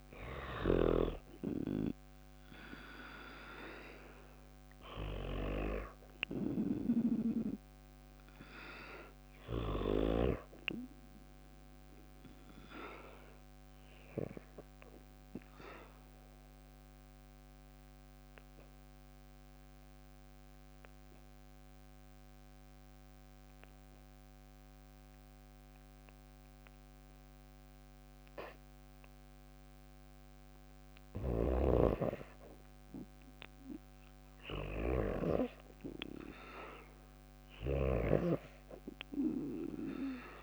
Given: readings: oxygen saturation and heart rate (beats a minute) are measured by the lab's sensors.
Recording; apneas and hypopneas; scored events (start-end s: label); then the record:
breathing in sleep by a microphone on the trachea; 1
0.00-2.50 s: arousal
14.00-29.00 s: obstructive apnea (oxygen 96% before, 90% lowest, heart rate 57 before, 55 extreme, up 3 after)
16.00-40.43 s: new sleep stage, REM sleep
30.50-37.00 s: snoring (device-marked)
32.50-36.00 s: arousal
From the record:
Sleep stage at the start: N2 (light sleep); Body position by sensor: on the back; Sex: female